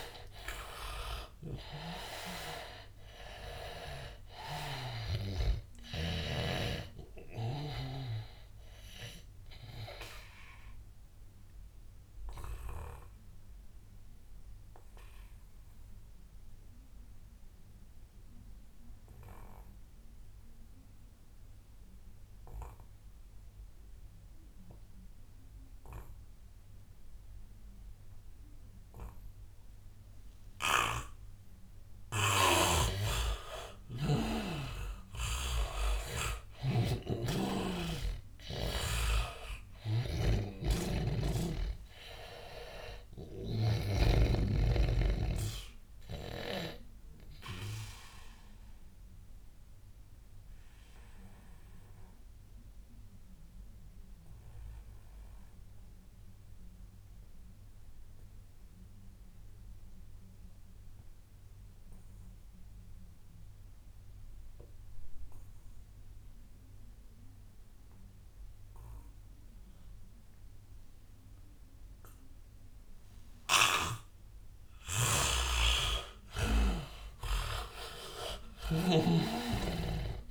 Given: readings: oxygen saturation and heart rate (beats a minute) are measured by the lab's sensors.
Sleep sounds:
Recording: breathing in sleep by a room microphone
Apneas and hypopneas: 2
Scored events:
0.00-20.00 s: oxygen desaturation (device-marked, oxygen 80% lowest, heart rate 82 extreme)
10.50-31.50 s: obstructive apnea (oxygen 99% before, 80% lowest, heart rate 88 before, 85 extreme, up 11 after)
30.00-53.00 s: oxygen desaturation (device-marked, oxygen 100% before, 84% lowest, heart rate 92 before, 79 extreme)
30.50-34.50 s: snoring (device-marked)
34.00-37.00 s: arousal
36.50-44.00 s: snoring (device-marked)
49.00-74.50 s: obstructive apnea (oxygen 100% before, 79% lowest, heart rate 94 before, 79 extreme, up 17 after)
71.00-80.31 s: oxygen desaturation (device-marked, oxygen 98% before, 80% lowest, heart rate 85 before, 83 extreme)
73.50-77.00 s: snoring (device-marked)
76.50-80.31 s: arousal
79.00-80.31 s: snoring (device-marked)
From the record:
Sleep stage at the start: N2 (light sleep)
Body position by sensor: on the back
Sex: male

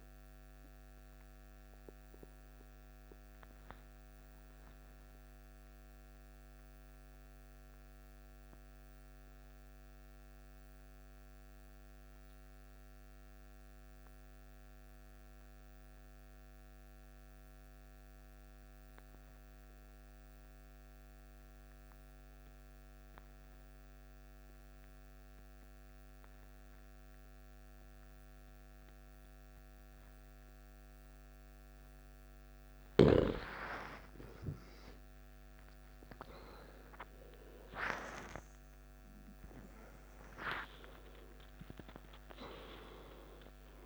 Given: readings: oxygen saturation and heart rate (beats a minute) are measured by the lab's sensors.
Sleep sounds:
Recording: breathing in sleep by a microphone on the trachea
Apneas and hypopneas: 1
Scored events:
0.00-5.50 s: oxygen desaturation (device-marked, oxygen 89% lowest, heart rate 54 extreme)
1.00-32.00 s: mixed apnea (oxygen 97% before, 86% lowest, heart rate 69 before, 54 extreme, up 16 after)
25.50-43.86 s: oxygen desaturation (device-marked, oxygen 97% before, 86% lowest, heart rate 55 before, 55 extreme)
34.50-40.50 s: arousal
From the record:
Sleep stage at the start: N2 (light sleep)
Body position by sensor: on the back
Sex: male

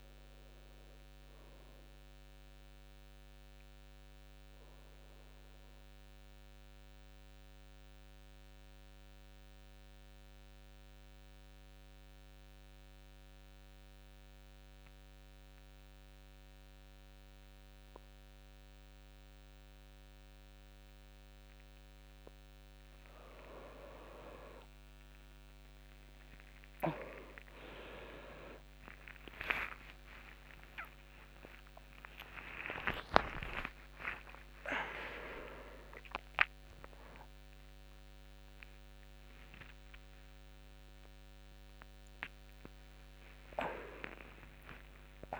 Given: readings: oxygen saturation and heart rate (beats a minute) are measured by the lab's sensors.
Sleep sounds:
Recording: a person awake in a sleep study, by a microphone on the trachea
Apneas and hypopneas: 1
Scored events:
0.00-6.00 s: oxygen desaturation (device-marked, oxygen 89% lowest)
4.50-21.50 s: mixed apnea (oxygen 97% before, 93% lowest)
22.00-45.40 s: new sleep stage, awake
32.00-45.40 s: oxygen desaturation (device-marked, oxygen 98% before, 93% lowest, heart rate 62 before, 76 extreme)
From the record:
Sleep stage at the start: N2 (light sleep)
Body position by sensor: on the back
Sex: male

